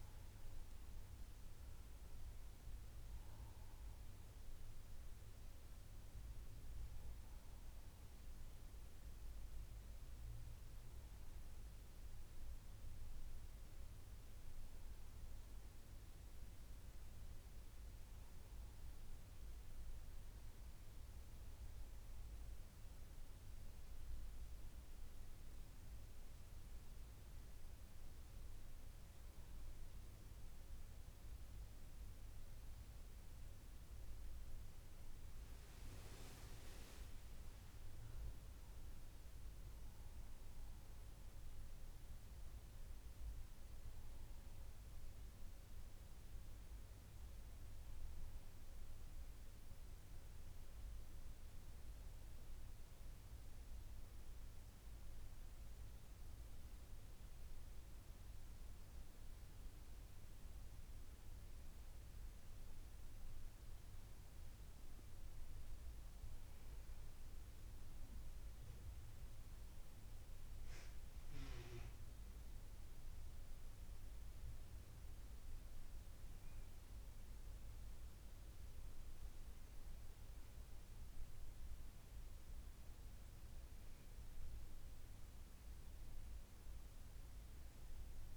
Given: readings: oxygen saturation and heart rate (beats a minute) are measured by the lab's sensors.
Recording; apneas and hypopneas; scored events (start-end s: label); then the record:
breathing in sleep, hard to hear, by a room microphone; none
0.00-4.00 s: arousal
From the record:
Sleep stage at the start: N2 (light sleep); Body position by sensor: on the back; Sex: female